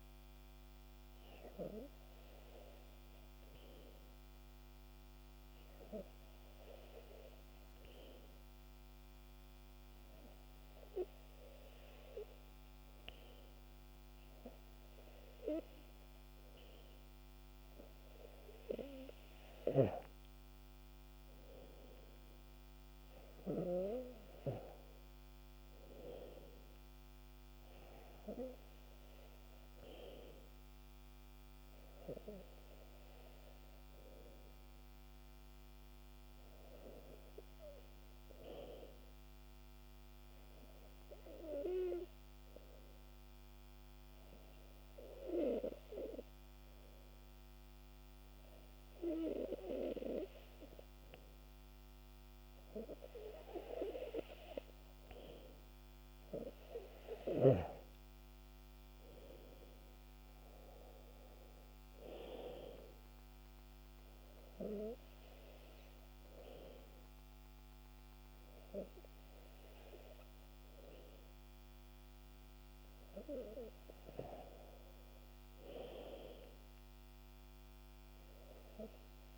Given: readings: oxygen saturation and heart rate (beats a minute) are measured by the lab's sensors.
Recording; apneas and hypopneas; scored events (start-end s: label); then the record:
breathing in sleep by a microphone on the trachea; 2
3.50-16.50 s: hypopnea (oxygen 97% before, 94% lowest, heart rate 72 before, 65 extreme, up 5 after)
19.50-23.00 s: arousal
37.50-53.50 s: hypopnea (oxygen 97% before, 94% lowest, heart rate 70 before, 61 extreme, up 6 after)
56.50-60.50 s: arousal
From the record:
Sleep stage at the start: N2 (light sleep); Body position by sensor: on the back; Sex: male